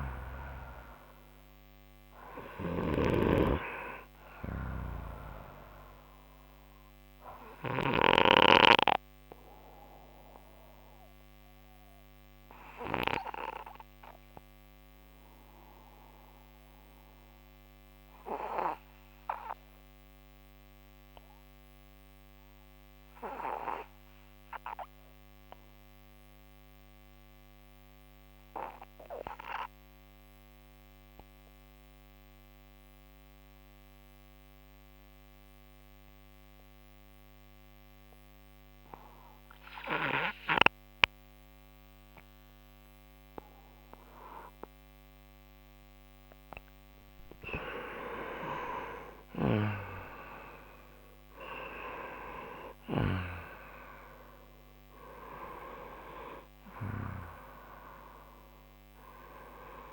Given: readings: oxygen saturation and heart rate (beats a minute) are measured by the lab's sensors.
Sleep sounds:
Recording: breathing in sleep by a microphone on the trachea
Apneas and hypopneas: 1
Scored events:
0.00-3.00 s: snoring (device-marked)
0.00-20.00 s: oxygen desaturation (device-marked, oxygen 87% lowest)
10.00-47.50 s: obstructive apnea (oxygen 96% before, 87% lowest)
40.00-59.93 s: oxygen desaturation (device-marked, oxygen 97% before, 88% lowest)
48.50-53.00 s: arousal
From the record:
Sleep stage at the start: N2 (light sleep)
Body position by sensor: on the right side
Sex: male

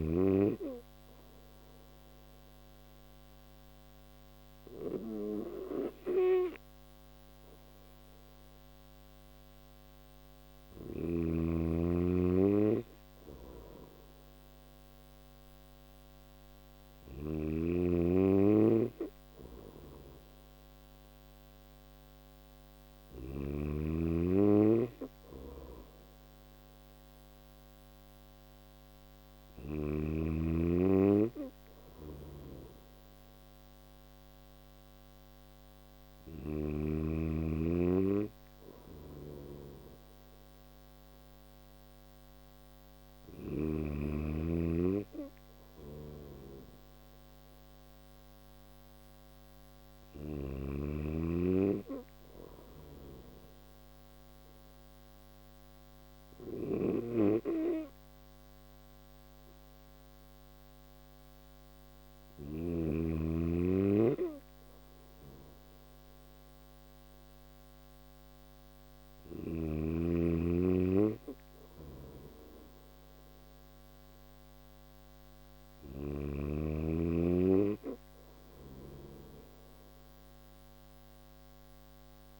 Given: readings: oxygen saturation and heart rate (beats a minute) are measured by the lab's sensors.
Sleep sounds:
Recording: breathing in sleep by a microphone on the trachea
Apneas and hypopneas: none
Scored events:
16.00-22.50 s: snoring (device-marked)
31.00-42.50 s: snoring (device-marked)
55.50-61.50 s: snoring (device-marked)
74.50-82.40 s: snoring (device-marked)
From the record:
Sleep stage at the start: N3 (deep sleep)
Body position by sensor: on the back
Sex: male

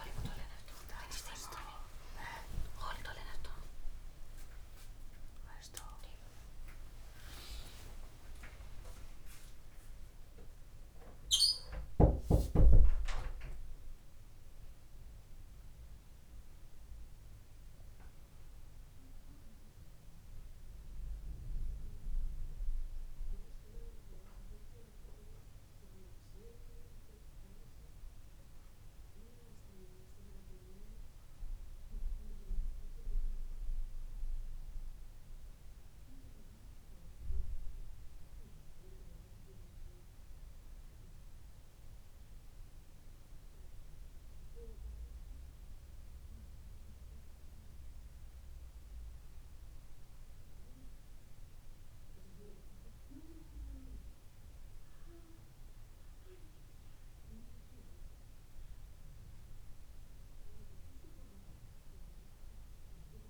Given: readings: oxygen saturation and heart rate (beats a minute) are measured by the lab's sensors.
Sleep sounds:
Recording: a person awake in a sleep study, by a room microphone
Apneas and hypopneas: none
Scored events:
8.00-10.00 s: long interval between heartbeats (device-marked, heart rate 99 before, 75 extreme)
13.00-15.00 s: long interval between heartbeats (device-marked, heart rate 80 before, 74 extreme)
23.50-25.50 s: long interval between heartbeats (device-marked, heart rate 72 before, 87 extreme)
28.50-30.50 s: long interval between heartbeats (device-marked, heart rate 77 before, 106 extreme)
33.00-35.00 s: long interval between heartbeats (device-marked, heart rate 83 before, 105 extreme)
45.50-47.50 s: long interval between heartbeats (device-marked, heart rate 83 before, 72 extreme)
54.00-56.00 s: long interval between heartbeats (device-marked, heart rate 72 before, 70 extreme)
From the record:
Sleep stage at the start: awake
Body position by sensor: on the right side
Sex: female

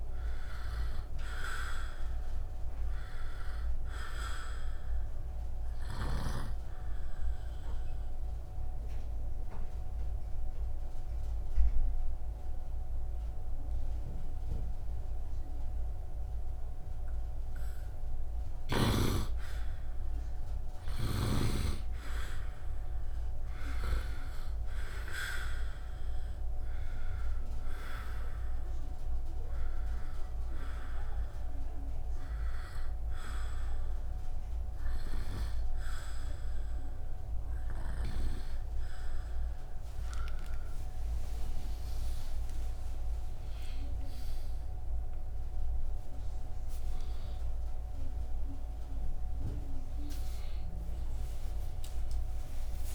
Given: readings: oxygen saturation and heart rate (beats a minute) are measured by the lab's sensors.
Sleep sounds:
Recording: breathing in sleep by a room microphone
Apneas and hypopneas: 2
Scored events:
2.00-23.00 s: oxygen desaturation (device-marked, oxygen 97% before, 84% lowest, heart rate 66 before, 64 extreme)
5.50-17.50 s: obstructive apnea (oxygen 97% before, 84% lowest, heart rate 65 before, 64 extreme, up 2 after)
19.50-23.50 s: arousal
21.00-51.00 s: new sleep stage, N1 (lightest sleep)
30.00-41.00 s: hypopnea (oxygen 98% before, 90% lowest, heart rate 67 before, 67 extreme, up 16 after)
36.00-51.00 s: oxygen desaturation (device-marked, oxygen 98% before, 90% lowest, heart rate 66 before, 70 extreme)
46.50-48.50 s: long interval between heartbeats (device-marked, heart rate 67 before, 81 extreme)
51.00-52.95 s: new sleep stage, awake
From the record:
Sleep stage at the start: N2 (light sleep)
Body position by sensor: upright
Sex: male

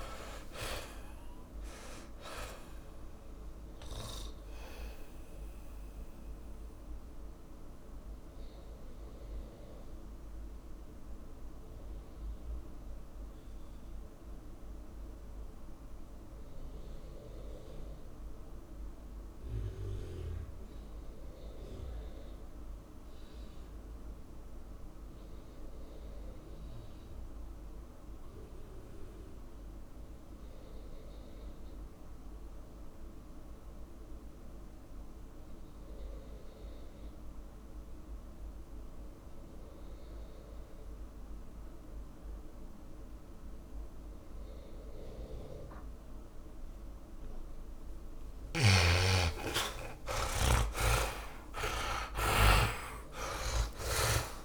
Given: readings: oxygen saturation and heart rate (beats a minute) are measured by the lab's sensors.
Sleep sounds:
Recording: breathing in sleep by a room microphone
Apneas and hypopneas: 1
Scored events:
0.00-24.50 s: oxygen desaturation (device-marked, oxygen 71% lowest)
4.00-48.50 s: mixed apnea (oxygen 98% before, 68% lowest)
29.50-54.45 s: oxygen desaturation (device-marked, oxygen 100% before, 68% lowest)
49.50-53.00 s: arousal
51.00-54.45 s: snoring (device-marked)
From the record:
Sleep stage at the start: REM sleep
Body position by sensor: on the back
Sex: male

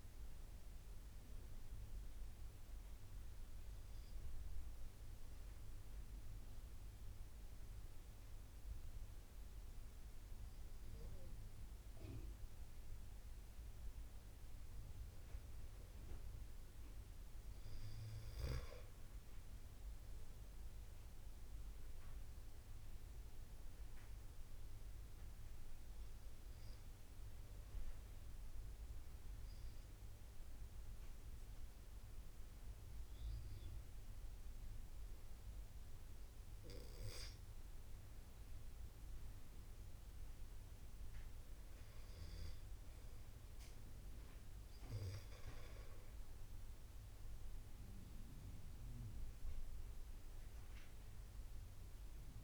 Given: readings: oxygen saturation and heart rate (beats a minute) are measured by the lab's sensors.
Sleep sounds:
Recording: breathing in sleep, hard to hear, by a room microphone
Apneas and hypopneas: 2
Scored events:
0.00-11.50 s: oxygen desaturation (device-marked, oxygen 89% lowest, heart rate 68 extreme)
1.50-12.50 s: obstructive apnea (oxygen 95% before, 89% lowest, heart rate 82 before, 68 extreme, up 7 after)
15.50-19.50 s: arousal
23.50-35.50 s: oxygen desaturation (device-marked, oxygen 94% before, 90% lowest, heart rate 79 before, 68 extreme)
24.00-36.00 s: obstructive apnea (oxygen 94% before, 87% lowest, heart rate 79 before, 68 extreme, up 16 after)
39.00-42.00 s: arousal
42.50-52.44 s: oxygen desaturation (device-marked, oxygen 94% before, 90% lowest, heart rate 78 before, 74 extreme)
From the record:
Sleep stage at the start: N2 (light sleep)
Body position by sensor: on the back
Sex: male

